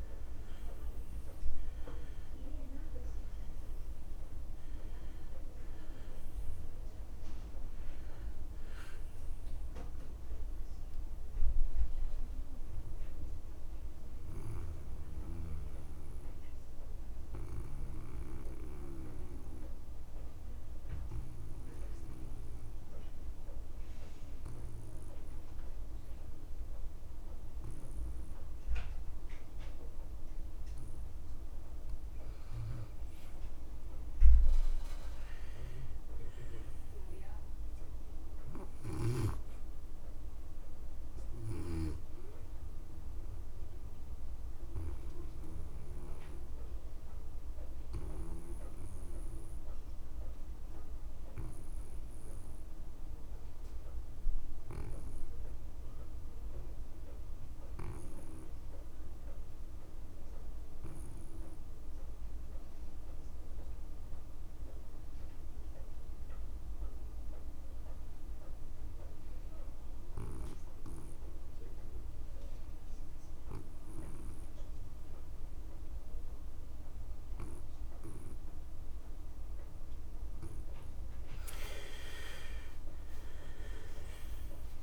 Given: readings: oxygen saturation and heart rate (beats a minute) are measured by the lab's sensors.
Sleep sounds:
breathing in sleep by a room microphone; 2
0.00-27.50 s: oxygen desaturation (device-marked, oxygen 84% lowest)
13.00-31.50 s: obstructive apnea (oxygen 98% before, 78% lowest)
33.50-37.00 s: arousal
42.50-60.50 s: oxygen desaturation (device-marked, oxygen 99% before, 91% lowest)
43.50-80.50 s: obstructive apnea (oxygen 99% before, 74% lowest)
66.50-84.83 s: oxygen desaturation (device-marked, oxygen 95% before, 74% lowest)
82.00-84.83 s: arousal
From the record:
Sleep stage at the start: N2 (light sleep); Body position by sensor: on the back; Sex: male

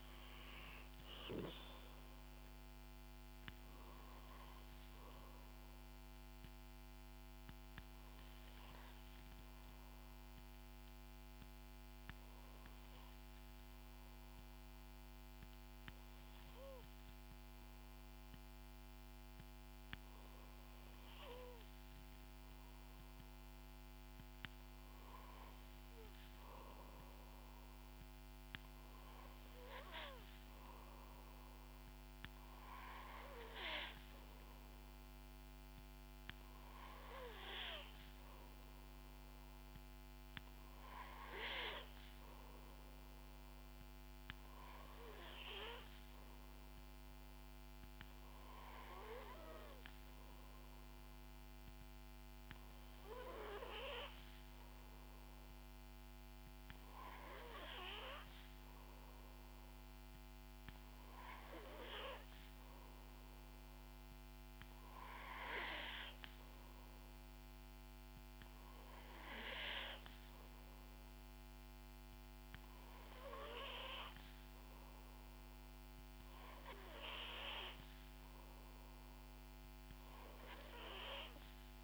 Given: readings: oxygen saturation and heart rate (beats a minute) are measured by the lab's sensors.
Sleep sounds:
breathing in sleep by a microphone on the trachea; 1
0.00-18.00 s: oxygen desaturation (device-marked, oxygen 89% lowest, heart rate 60 extreme)
10.00-22.50 s: hypopnea (oxygen 94% before, 89% lowest, heart rate 66 before, 58 extreme, up 3 after)
25.50-30.00 s: arousal
From the record:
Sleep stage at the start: N2 (light sleep); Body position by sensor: on the back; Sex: female

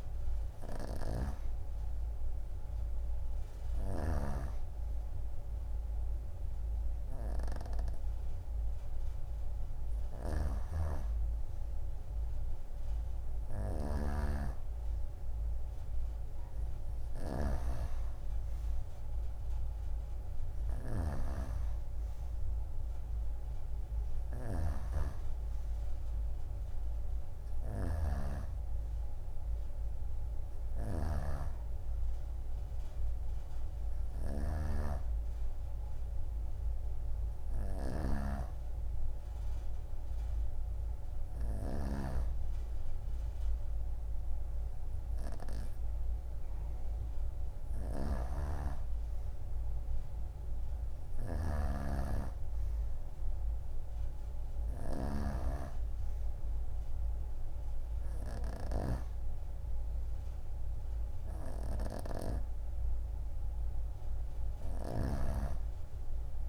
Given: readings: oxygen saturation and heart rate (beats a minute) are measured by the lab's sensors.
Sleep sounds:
breathing in sleep by a room microphone; none
10.00-17.50 s: snoring (device-marked)
24.00-55.00 s: snoring (device-marked)
64.50-66.48 s: snoring (device-marked)
From the record:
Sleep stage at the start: N2 (light sleep); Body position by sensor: on the right side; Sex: female

